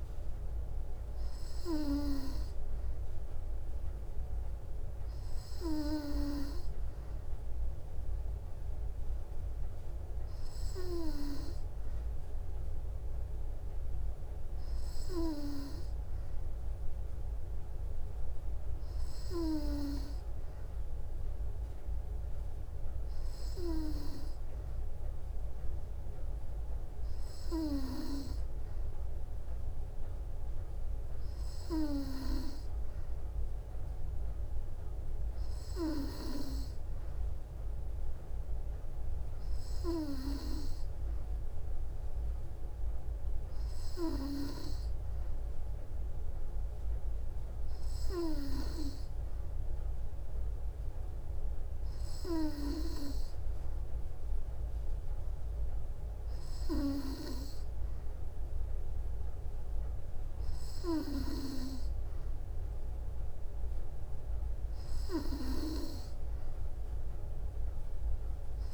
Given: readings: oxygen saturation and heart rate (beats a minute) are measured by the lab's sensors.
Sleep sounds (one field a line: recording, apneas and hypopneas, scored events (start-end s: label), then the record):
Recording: breathing in sleep by a room microphone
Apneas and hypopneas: none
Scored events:
none scored
From the record:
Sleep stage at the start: N2 (light sleep)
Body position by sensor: on the back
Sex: female